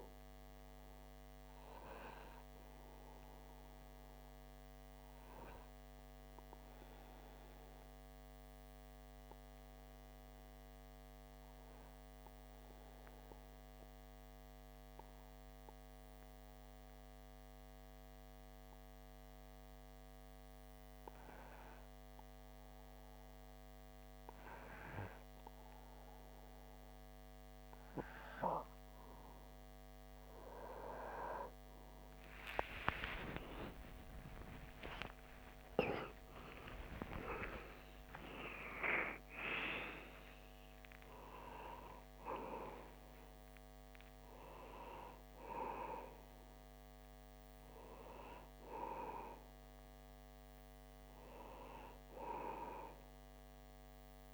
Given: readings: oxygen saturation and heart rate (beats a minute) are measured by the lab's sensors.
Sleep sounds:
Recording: breathing in sleep by a microphone on the trachea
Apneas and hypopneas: 1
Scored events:
6.00-29.00 s: obstructive apnea (oxygen 98% before, 94% lowest)
32.00-37.00 s: arousal
From the record:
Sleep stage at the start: N2 (light sleep)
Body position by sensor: on the back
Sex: male

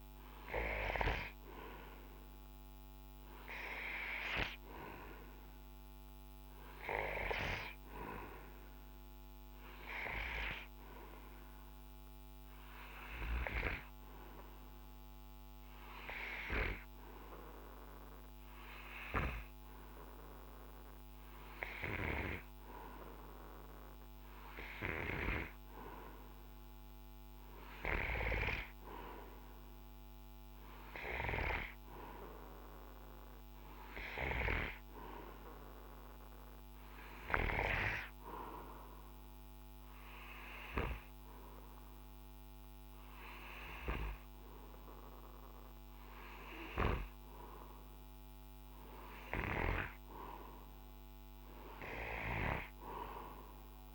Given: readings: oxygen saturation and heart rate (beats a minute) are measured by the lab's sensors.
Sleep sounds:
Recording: breathing in sleep by a microphone on the trachea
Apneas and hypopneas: none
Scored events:
none scored
From the record:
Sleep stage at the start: N2 (light sleep)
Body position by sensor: on the right side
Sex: male

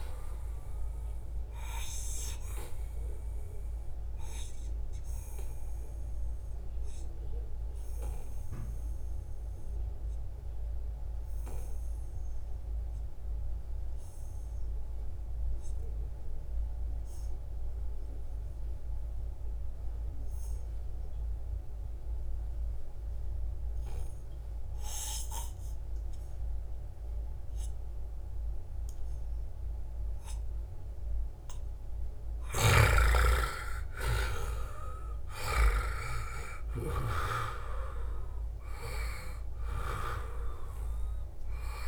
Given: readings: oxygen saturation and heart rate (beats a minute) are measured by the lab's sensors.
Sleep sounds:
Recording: breathing in sleep by a room microphone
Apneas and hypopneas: 1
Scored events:
0.00-12.50 s: oxygen desaturation (device-marked, oxygen 88% lowest, heart rate 70 extreme)
0.50-31.50 s: obstructive apnea (oxygen 98% before, 88% lowest, heart rate 74 before, 70 extreme, up 5 after)
28.50-41.87 s: oxygen desaturation (device-marked, oxygen 97% before, 88% lowest, heart rate 74 before, 69 extreme)
32.50-37.00 s: arousal
From the record:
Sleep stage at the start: N2 (light sleep)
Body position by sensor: on the back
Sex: male

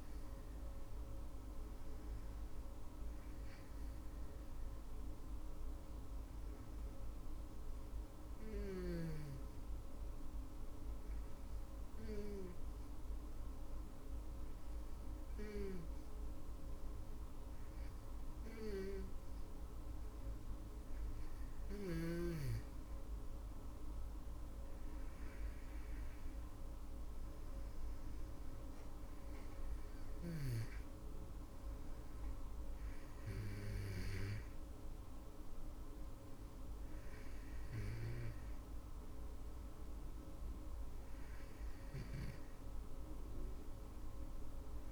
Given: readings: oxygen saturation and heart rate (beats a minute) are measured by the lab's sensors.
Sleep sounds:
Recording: breathing in sleep by a room microphone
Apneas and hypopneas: 1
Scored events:
5.50-22.00 s: hypopnea (oxygen 98% before, 96% lowest, heart rate 57 before, 52 extreme, up 9 after)
24.00-28.50 s: arousal
From the record:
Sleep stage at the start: N2 (light sleep)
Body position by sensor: on the back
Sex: female

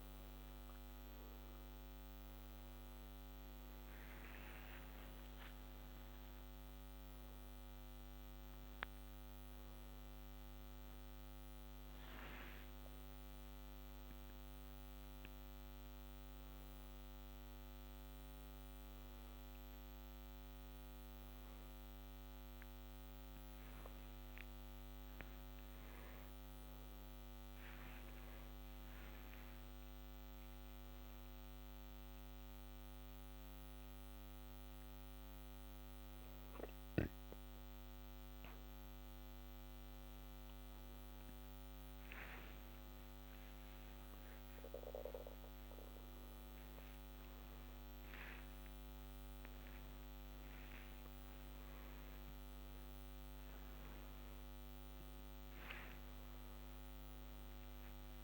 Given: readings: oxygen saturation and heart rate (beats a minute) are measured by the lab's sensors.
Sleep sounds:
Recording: a person awake in a sleep study, hard to hear, by a microphone on the trachea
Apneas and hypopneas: none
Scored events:
1.00-34.00 s: oxygen desaturation (device-marked, oxygen 95% before, 90% lowest, heart rate 76 before, 68 extreme)
From the record:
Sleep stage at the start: awake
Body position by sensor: upright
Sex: male

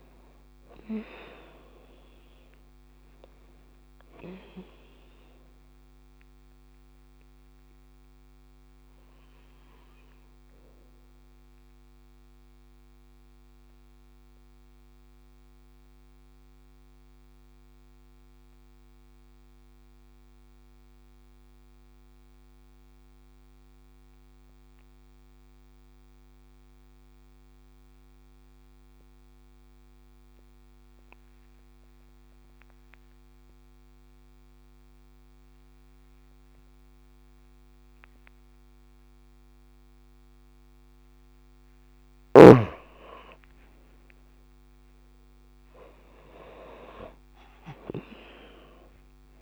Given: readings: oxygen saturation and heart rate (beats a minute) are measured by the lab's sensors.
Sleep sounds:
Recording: breathing in sleep by a microphone on the trachea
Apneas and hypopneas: 1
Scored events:
0.00-24.00 s: oxygen desaturation (device-marked, oxygen 88% lowest)
13.00-40.00 s: mixed apnea (oxygen 94% before, 88% lowest)
42.00-49.42 s: oxygen desaturation (device-marked, oxygen 96% before, 89% lowest)
43.00-48.50 s: arousal
From the record:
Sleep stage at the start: N2 (light sleep)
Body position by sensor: on the back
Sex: female

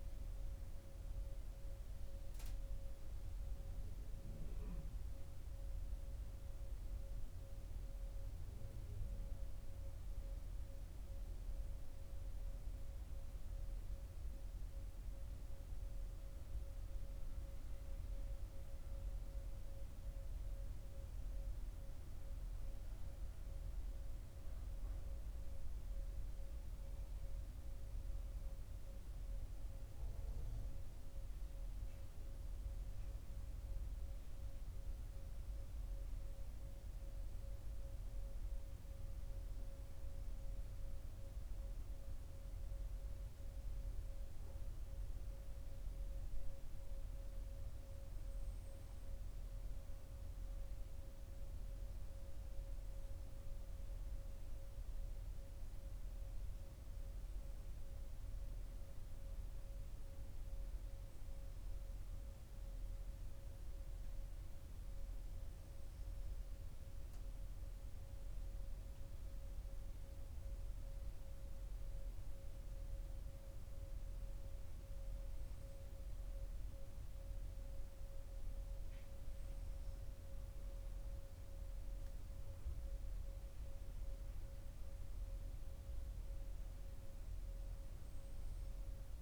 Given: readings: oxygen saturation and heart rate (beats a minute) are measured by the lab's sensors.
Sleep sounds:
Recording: breathing in sleep, hard to hear, by a room microphone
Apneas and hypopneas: none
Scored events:
none scored
From the record:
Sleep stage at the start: N2 (light sleep)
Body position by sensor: on the right side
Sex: male

